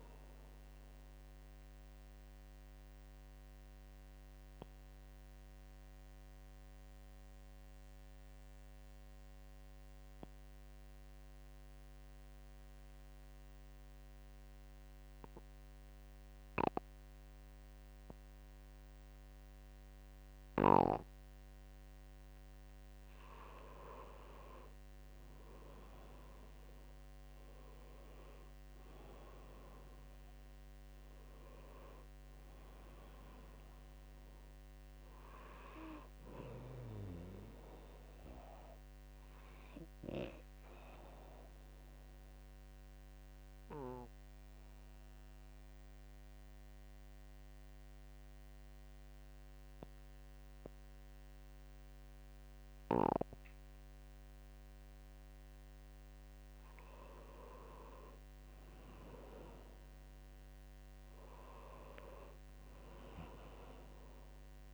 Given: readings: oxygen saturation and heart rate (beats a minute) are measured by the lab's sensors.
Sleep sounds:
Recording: breathing in sleep by a microphone on the trachea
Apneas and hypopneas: 2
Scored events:
0.00-1.50 s: oxygen desaturation (device-marked, oxygen 93% lowest, heart rate 64 extreme)
3.50-23.00 s: obstructive apnea (oxygen 97% before, 92% lowest, heart rate 66 before, 63 extreme, up 0 after)
21.50-50.50 s: oxygen desaturation (device-marked, oxygen 97% before, 92% lowest, heart rate 65 before, 63 extreme)
25.00-28.50 s: arousal
42.00-56.00 s: obstructive apnea (oxygen 97% before, 92% lowest, heart rate 64 before, 64 extreme, up 1 after)
58.50-62.00 s: arousal
From the record:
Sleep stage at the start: N2 (light sleep)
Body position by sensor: on the right side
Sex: male

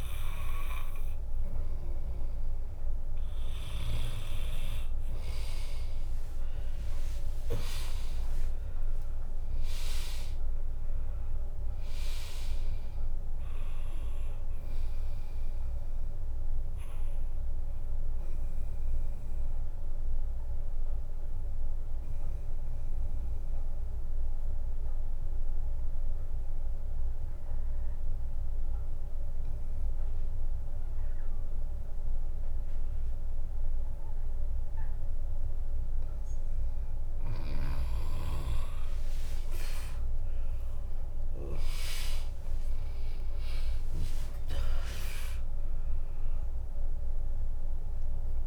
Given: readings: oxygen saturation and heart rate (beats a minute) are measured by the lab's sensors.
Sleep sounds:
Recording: breathing in sleep by a room microphone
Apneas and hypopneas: 1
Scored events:
0.00-2.50 s: bradycardia (device-marked, heart rate 58 extreme)
0.00-32.50 s: oxygen desaturation (device-marked, oxygen 95% lowest, heart rate 57 extreme)
4.50-9.50 s: tachycardia (device-marked, heart rate 70 before, 106 extreme)
5.00-10.50 s: arousal
6.00-8.00 s: long interval between heartbeats (device-marked, heart rate 59 before, 74 extreme)
8.50-24.50 s: drop in pulse transit time (device-marked, heart rate 64 before, 69 extreme)
11.50-13.50 s: long interval between heartbeats (device-marked, heart rate 71 before, 90 extreme)
18.50-35.50 s: obstructive apnea (oxygen 99% before, 95% lowest, heart rate 81 before, 57 extreme, up 30 after)
23.50-36.50 s: bradycardia (device-marked, heart rate 71 before, 57 extreme)
38.00-43.00 s: arousal
40.50-42.50 s: long interval between heartbeats (device-marked, heart rate 63 before, 86 extreme)
41.50-48.47 s: drop in pulse transit time (device-marked, heart rate 63 before, 72 extreme)
From the record:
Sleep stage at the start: N2 (light sleep)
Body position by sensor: on the back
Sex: female

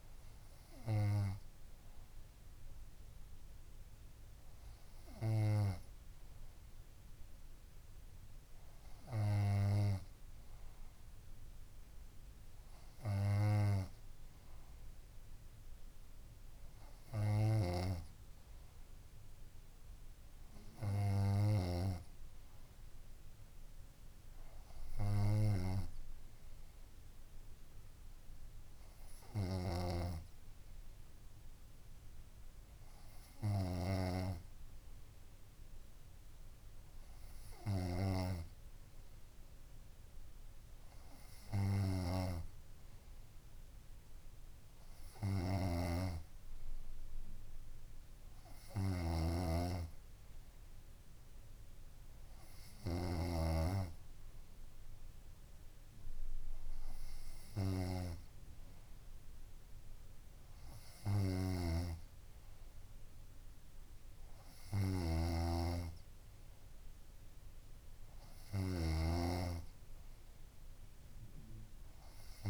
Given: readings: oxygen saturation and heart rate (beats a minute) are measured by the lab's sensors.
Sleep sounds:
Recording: breathing in sleep by a room microphone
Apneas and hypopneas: none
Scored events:
45.50-72.50 s: new sleep stage, N3 (deep sleep)
49.00-53.50 s: snoring (device-marked)
61.50-72.50 s: snoring (device-marked)
From the record:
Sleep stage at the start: N2 (light sleep)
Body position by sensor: on the front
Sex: female

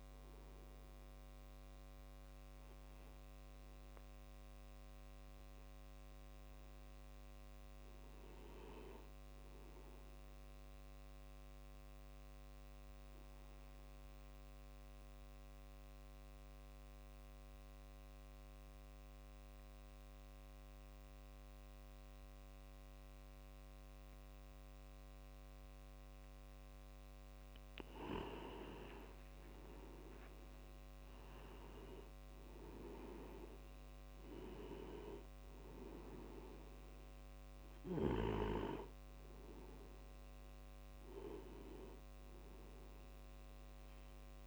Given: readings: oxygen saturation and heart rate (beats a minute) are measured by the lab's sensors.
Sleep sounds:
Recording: breathing in sleep by a microphone on the trachea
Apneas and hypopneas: 1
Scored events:
0.00-14.00 s: oxygen desaturation (device-marked, oxygen 96% before, 92% lowest)
0.00-14.00 s: tachycardia (device-marked, heart rate 32 before, 143 extreme)
13.00-27.00 s: obstructive apnea (oxygen 96% before, 90% lowest)
28.00-44.47 s: oxygen desaturation (device-marked, oxygen 97% before, 90% lowest, heart rate 82 before, 118 extreme)
28.50-32.00 s: arousal
30.00-44.47 s: tachycardia (device-marked, heart rate 35 before, 214 extreme)
From the record:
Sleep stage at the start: N2 (light sleep)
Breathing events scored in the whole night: 298 in 4.2 hours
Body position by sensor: on the back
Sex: male

